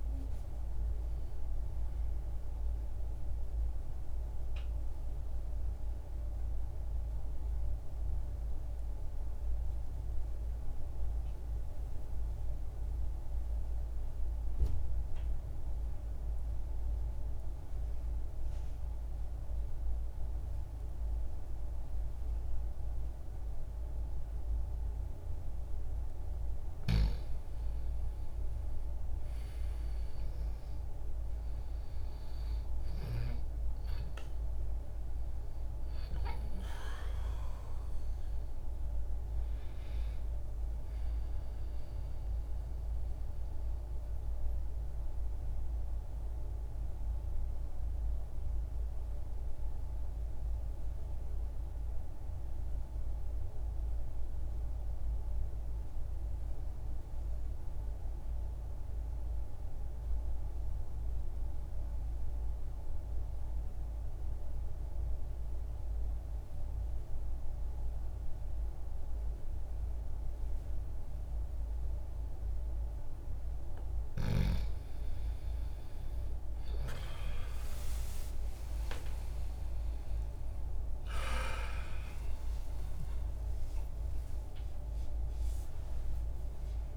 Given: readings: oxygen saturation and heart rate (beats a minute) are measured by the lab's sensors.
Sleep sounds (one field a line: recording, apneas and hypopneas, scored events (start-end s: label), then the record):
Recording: breathing in sleep, hard to hear, by a room microphone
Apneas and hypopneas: 2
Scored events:
0.00-3.50 s: oxygen desaturation (device-marked, oxygen 89% lowest, heart rate 60 extreme)
5.50-18.50 s: oxygen desaturation (device-marked, oxygen 94% before, 84% lowest, heart rate 76 before, 60 extreme)
7.50-26.50 s: mixed apnea (oxygen 97% before, 84% lowest, heart rate 76 before, 60 extreme, up 0 after)
26.50-30.00 s: arousal
30.50-56.50 s: oxygen desaturation (device-marked, oxygen 99% before, 86% lowest, heart rate 60 before, 60 extreme)
43.00-72.00 s: mixed apnea (oxygen 99% before, 84% lowest, heart rate 60 before, 60 extreme, up 20 after)
68.50-86.97 s: oxygen desaturation (device-marked, oxygen 97% before, 85% lowest, heart rate 60 before, 60 extreme)
75.00-80.00 s: arousal
From the record:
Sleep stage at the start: N2 (light sleep)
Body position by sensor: on the back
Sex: male